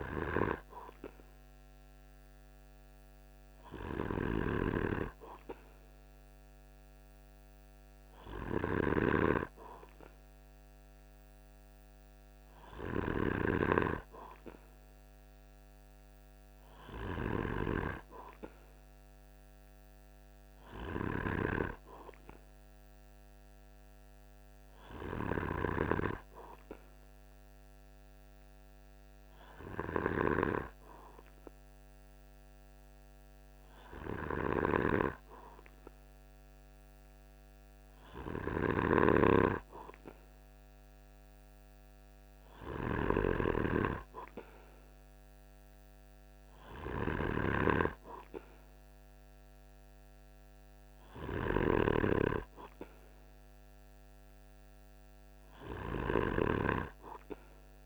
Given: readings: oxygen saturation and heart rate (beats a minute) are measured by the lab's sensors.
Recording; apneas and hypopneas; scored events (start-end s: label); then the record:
breathing in sleep by a microphone on the trachea; none
4.00-17.50 s: snoring (device-marked)
34.00-56.00 s: snoring (device-marked)
From the record:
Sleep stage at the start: N2 (light sleep); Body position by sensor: on the right side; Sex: male